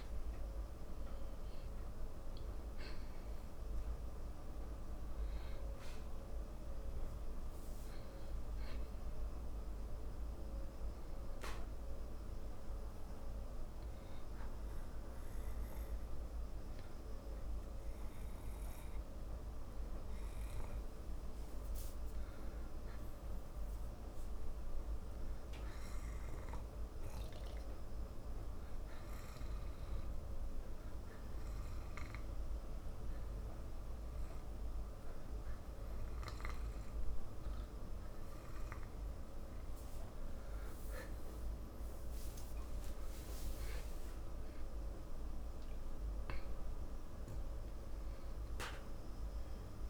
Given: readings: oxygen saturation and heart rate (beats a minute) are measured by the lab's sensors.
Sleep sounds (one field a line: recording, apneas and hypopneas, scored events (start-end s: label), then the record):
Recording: breathing in sleep, hard to hear, by a room microphone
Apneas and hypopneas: 1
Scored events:
15.00-37.50 s: obstructive apnea (oxygen 96% before, 94% lowest, heart rate 57 before, 46 extreme, up 29 after)
41.00-46.00 s: arousal
From the record:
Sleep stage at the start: N2 (light sleep)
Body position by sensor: on the back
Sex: male